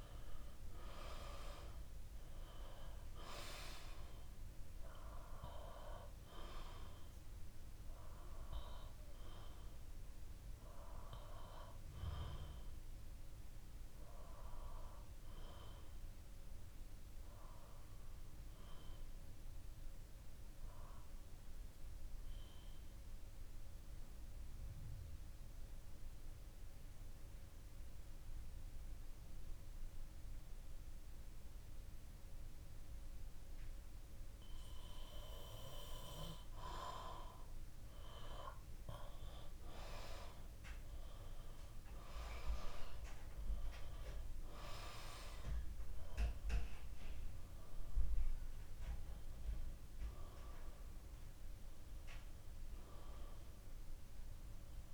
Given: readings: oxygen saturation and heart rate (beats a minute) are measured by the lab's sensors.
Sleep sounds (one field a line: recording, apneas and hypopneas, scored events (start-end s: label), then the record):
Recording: breathing in sleep by a room microphone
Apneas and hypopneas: 1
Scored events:
13.00-36.50 s: obstructive apnea (oxygen 96% before, 88% lowest, heart rate 68 before, 63 extreme, up 6 after)
16.50-31.50 s: oxygen desaturation (device-marked, oxygen 95% before, 88% lowest, heart rate 68 before, 63 extreme)
38.50-42.00 s: arousal
From the record:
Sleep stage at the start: N2 (light sleep)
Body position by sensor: on the back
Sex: male